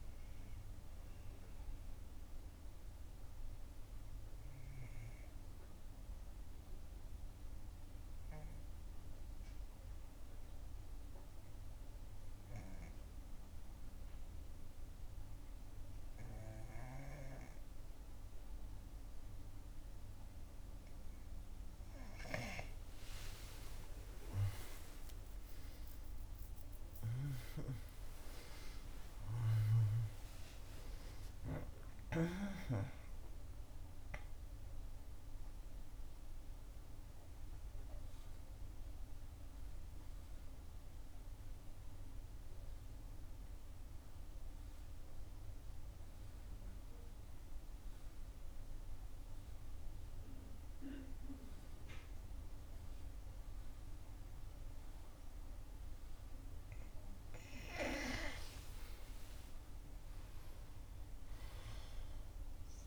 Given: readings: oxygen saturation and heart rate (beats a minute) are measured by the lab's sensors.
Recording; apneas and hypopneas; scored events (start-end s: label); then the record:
breathing in sleep by a room microphone; 2
0.00-16.00 s: oxygen desaturation (device-marked, oxygen 86% lowest, heart rate 53 extreme)
1.00-23.00 s: obstructive apnea (oxygen 97% before, 86% lowest, heart rate 65 before, 56 extreme, up 29 after)
24.00-26.00 s: long interval between heartbeats (device-marked, heart rate 59 before, 73 extreme)
24.00-30.00 s: arousal
31.00-33.00 s: long interval between heartbeats (device-marked, heart rate 69 before, 79 extreme)
35.50-57.50 s: obstructive apnea (oxygen 98% before, 91% lowest, heart rate 73 before, 51 extreme, up 12 after)
59.50-62.87 s: arousal
61.00-62.87 s: long interval between heartbeats (device-marked, heart rate 58 before, 66 extreme)
From the record:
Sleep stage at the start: N2 (light sleep); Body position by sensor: on the back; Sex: female